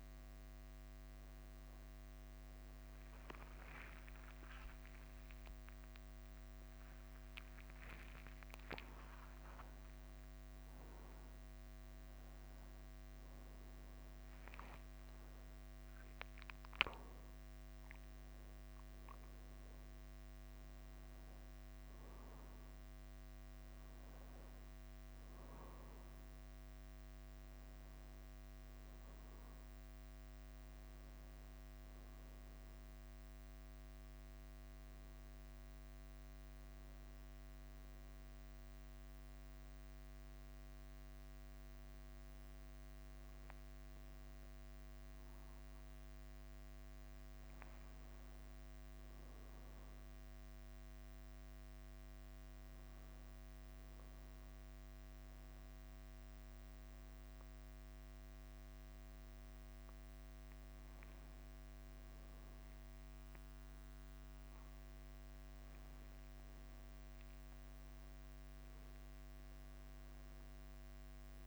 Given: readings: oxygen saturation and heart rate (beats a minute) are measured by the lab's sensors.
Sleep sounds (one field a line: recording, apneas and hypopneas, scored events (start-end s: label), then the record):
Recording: breathing in sleep, hard to hear, by a microphone on the trachea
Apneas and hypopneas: none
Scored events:
0.00-71.46 s: bradycardia (device-marked, heart rate 45 extreme)
4.00-8.50 s: arousal
From the record:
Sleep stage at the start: N2 (light sleep)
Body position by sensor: on the back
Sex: male